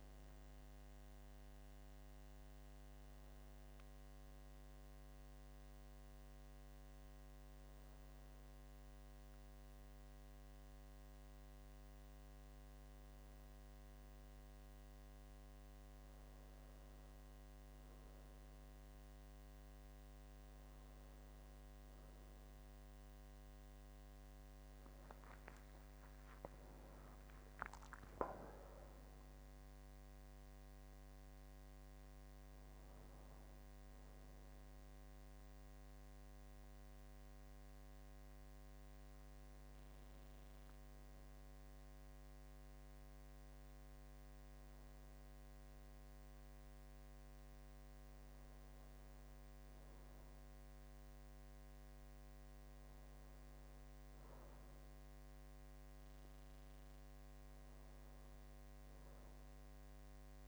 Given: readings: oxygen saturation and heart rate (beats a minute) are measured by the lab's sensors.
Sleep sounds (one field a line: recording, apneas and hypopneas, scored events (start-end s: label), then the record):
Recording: breathing in sleep, hard to hear, by a microphone on the trachea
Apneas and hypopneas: none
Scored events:
none scored
From the record:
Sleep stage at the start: N2 (light sleep)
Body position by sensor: on the back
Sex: male